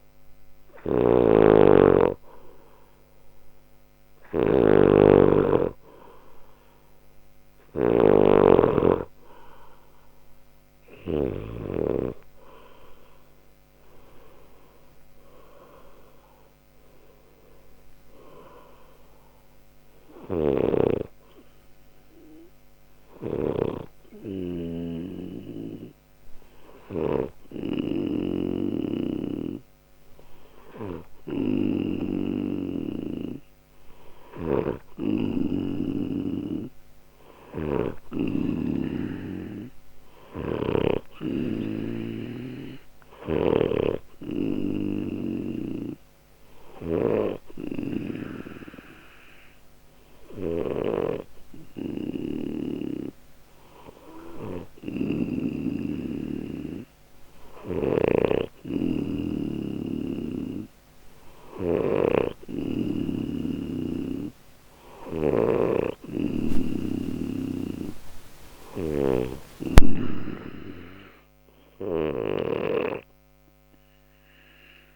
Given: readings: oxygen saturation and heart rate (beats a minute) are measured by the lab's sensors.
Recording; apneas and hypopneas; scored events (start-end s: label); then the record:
breathing in sleep by a microphone on the trachea; none
0.00-11.50 s: snoring (device-marked)
20.00-32.00 s: snoring (device-marked)
34.00-74.96 s: snoring (device-marked)
From the record:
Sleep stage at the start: N2 (light sleep); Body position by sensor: on the left side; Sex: male